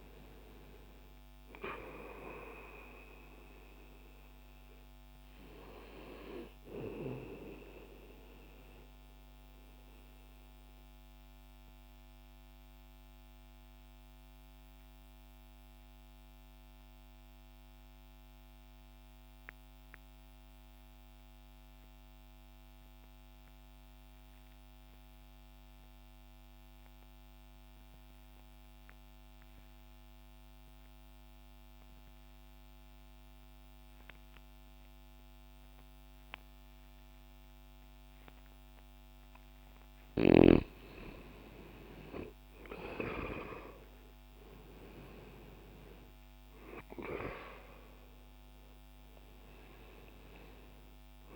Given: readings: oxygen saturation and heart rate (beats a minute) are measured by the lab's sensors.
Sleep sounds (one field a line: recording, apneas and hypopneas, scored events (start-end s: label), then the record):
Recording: breathing in sleep by a microphone on the trachea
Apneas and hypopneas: 1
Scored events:
0.00-24.00 s: oxygen desaturation (device-marked, oxygen 81% lowest, heart rate 60 extreme)
7.50-39.00 s: obstructive apnea (oxygen 99% before, 81% lowest, heart rate 60 before, 60 extreme, up 0 after)
37.00-51.36 s: oxygen desaturation (device-marked, oxygen 98% before, 82% lowest, heart rate 60 before, 60 extreme)
40.50-45.50 s: arousal
From the record:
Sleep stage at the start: N2 (light sleep)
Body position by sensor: on the back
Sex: male